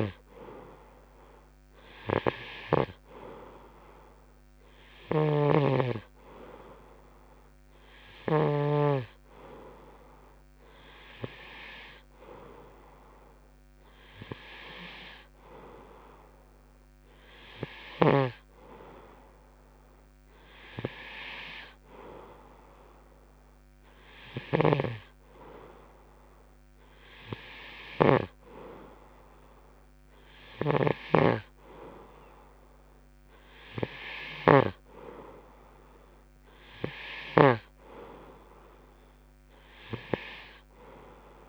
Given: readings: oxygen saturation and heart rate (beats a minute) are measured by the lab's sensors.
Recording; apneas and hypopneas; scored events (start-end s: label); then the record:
breathing in sleep by a microphone on the trachea; none
0.00-9.00 s: snoring (device-marked)
31.00-35.00 s: snoring (device-marked)
From the record:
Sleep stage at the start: N2 (light sleep); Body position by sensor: on the right side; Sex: male